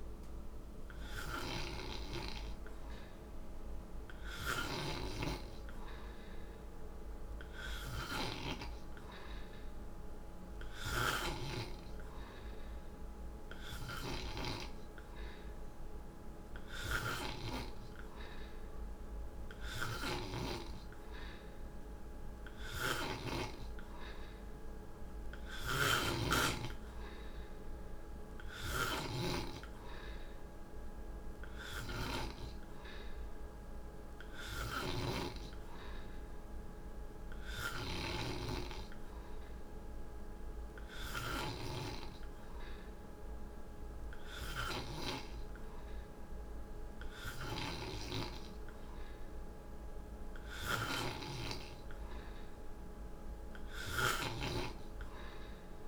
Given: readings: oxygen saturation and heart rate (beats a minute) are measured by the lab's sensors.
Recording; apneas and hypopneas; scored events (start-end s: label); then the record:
breathing in sleep by a room microphone; none
0.00-4.50 s: snoring (device-marked)
19.50-23.00 s: snoring (device-marked)
25.00-54.50 s: snoring (device-marked)
From the record:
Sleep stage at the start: N3 (deep sleep); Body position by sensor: on the right side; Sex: male